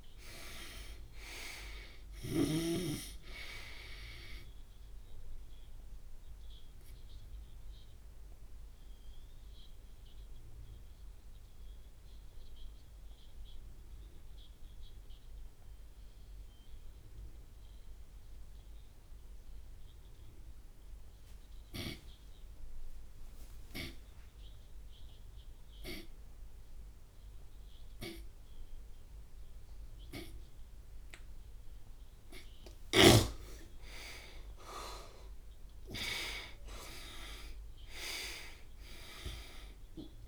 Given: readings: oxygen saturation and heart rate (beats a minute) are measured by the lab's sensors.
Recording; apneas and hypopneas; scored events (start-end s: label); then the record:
breathing in sleep by a room microphone; 1
0.00-3.00 s: snoring (device-marked)
5.50-31.50 s: obstructive apnea (oxygen 99% before, 87% lowest)
17.50-27.50 s: oxygen desaturation (device-marked, oxygen 96% before, 87% lowest)
33.50-37.50 s: arousal
From the record:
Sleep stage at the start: N2 (light sleep); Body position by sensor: on the right side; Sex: male